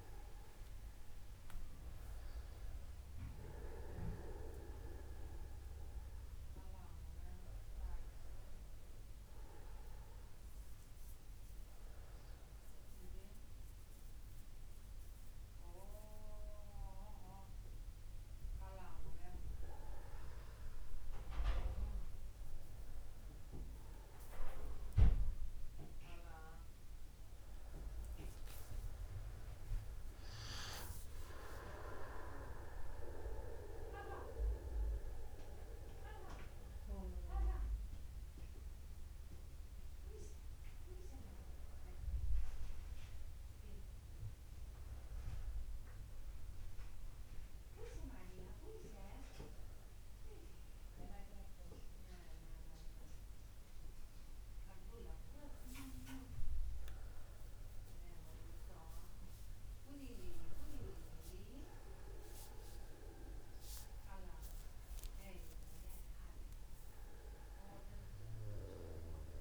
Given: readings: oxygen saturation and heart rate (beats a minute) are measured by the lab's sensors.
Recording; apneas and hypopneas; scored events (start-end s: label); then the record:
a person awake in a sleep study, by a room microphone; none
31.00-33.00 s: long interval between heartbeats (device-marked, heart rate 51 before, 51 extreme)
62.00-64.00 s: long interval between heartbeats (device-marked, heart rate 51 before, 59 extreme)
From the record:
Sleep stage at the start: awake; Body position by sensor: upright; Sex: male